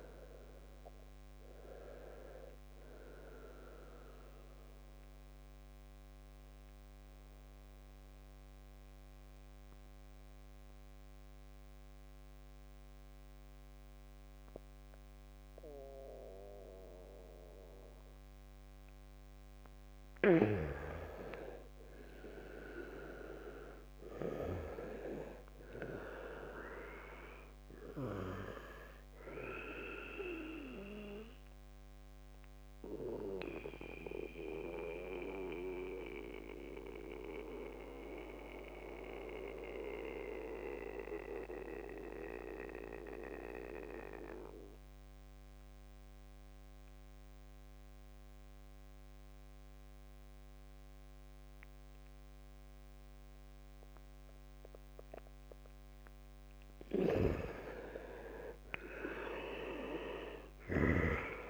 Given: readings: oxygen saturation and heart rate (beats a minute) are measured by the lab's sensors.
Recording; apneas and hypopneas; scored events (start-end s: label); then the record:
breathing in sleep by a microphone on the trachea; 2
0.00-1.00 s: arousal
7.50-18.50 s: oxygen desaturation (device-marked, oxygen 97% before, 92% lowest, heart rate 69 before, 65 extreme)
8.00-19.50 s: obstructive apnea (oxygen 98% before, 82% lowest, heart rate 69 before, 65 extreme, up 6 after)
21.50-25.00 s: arousal
28.50-45.50 s: oxygen desaturation (device-marked, oxygen 95% before, 87% lowest, heart rate 68 before, 56 extreme)
32.00-56.00 s: mixed apnea (oxygen 96% before, 82% lowest, heart rate 69 before, 56 extreme)
52.50-61.50 s: oxygen desaturation (device-marked, oxygen 98% before, 82% lowest, heart rate 69 before, 56 extreme)
55.50-60.50 s: bradycardia (device-marked, heart rate 68 before, 56 extreme)
57.00-59.00 s: long interval between heartbeats (device-marked, heart rate 69 before, 63 extreme)
58.00-61.50 s: arousal
From the record:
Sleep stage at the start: N2 (light sleep); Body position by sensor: on the back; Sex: male